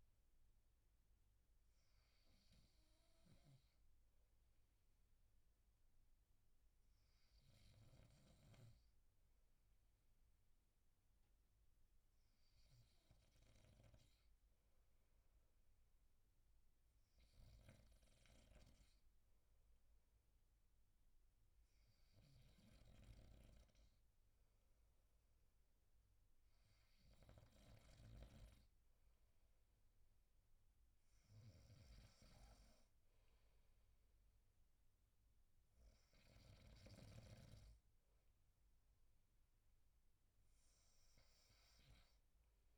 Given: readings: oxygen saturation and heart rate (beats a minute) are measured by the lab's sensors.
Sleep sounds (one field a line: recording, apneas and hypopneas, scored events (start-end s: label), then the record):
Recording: breathing in sleep, hard to hear, by a room microphone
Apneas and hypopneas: none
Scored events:
31.00-36.50 s: snoring (device-marked)
From the record:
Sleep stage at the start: N2 (light sleep)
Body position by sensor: on the right side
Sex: male